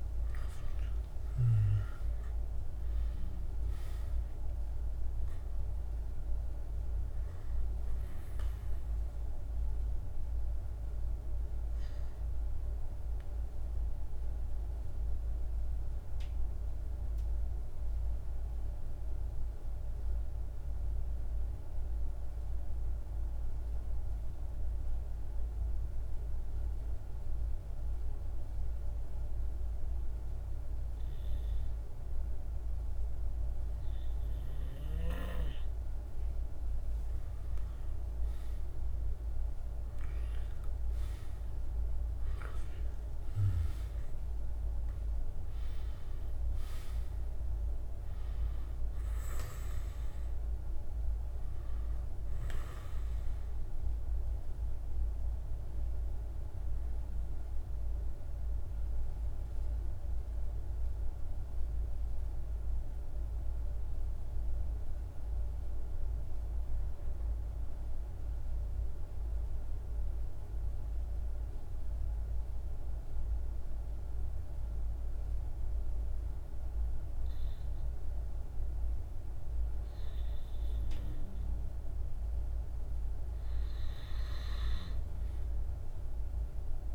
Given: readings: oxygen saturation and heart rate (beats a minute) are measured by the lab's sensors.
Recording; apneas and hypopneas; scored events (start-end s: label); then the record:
breathing in sleep, hard to hear, by a room microphone; 2
0.00-1.50 s: arousal
0.00-22.00 s: oxygen desaturation (device-marked, oxygen 89% lowest, heart rate 47 extreme)
9.00-36.00 s: mixed apnea (oxygen 99% before, 88% lowest, heart rate 55 before, 47 extreme, up 8 after)
31.00-64.00 s: oxygen desaturation (device-marked, oxygen 99% before, 88% lowest, heart rate 49 before, 45 extreme)
37.00-42.00 s: arousal
56.00-82.00 s: mixed apnea (oxygen 99% before, 88% lowest, heart rate 56 before, 45 extreme, up 4 after)
79.00-86.95 s: oxygen desaturation (device-marked, oxygen 99% before, 90% lowest, heart rate 47 before, 46 extreme)
From the record:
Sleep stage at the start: N2 (light sleep); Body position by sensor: on the back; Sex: male